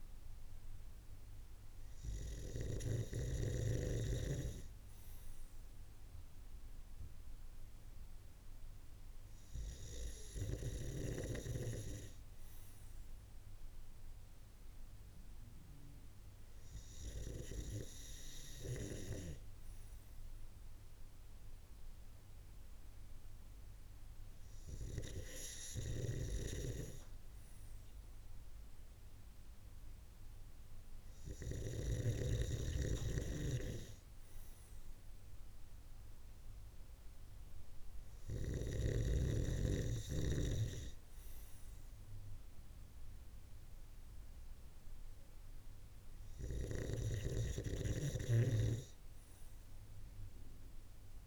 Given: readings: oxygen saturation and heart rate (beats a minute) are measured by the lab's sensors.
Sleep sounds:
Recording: breathing in sleep by a room microphone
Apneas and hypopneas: none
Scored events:
25.00-31.50 s: snoring (device-marked)
From the record:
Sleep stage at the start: N2 (light sleep)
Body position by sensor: on the right side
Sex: male

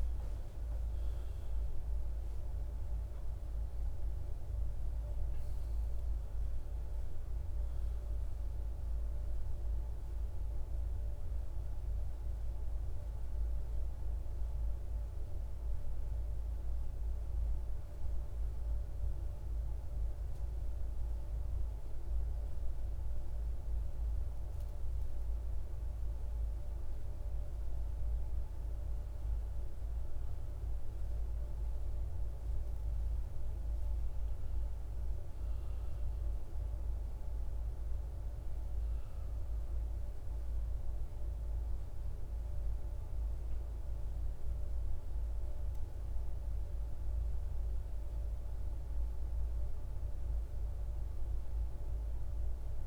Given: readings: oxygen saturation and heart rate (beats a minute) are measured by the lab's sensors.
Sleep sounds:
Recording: a person partly awake in a sleep study, hard to hear, by a room microphone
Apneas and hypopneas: 1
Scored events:
1.50-31.50 s: new sleep stage, N1 (lightest sleep)
15.00-27.50 s: obstructive apnea (oxygen 99% before, 87% lowest, heart rate 79 before, 53 extreme, up 7 after)
29.50-33.50 s: arousal
31.50-52.50 s: oxygen desaturation (device-marked, oxygen 98% before, 92% lowest, heart rate 56 before, 59 extreme)
31.50-52.86 s: new sleep stage, N2 (light sleep)
From the record:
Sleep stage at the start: awake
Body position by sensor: on the back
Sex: male

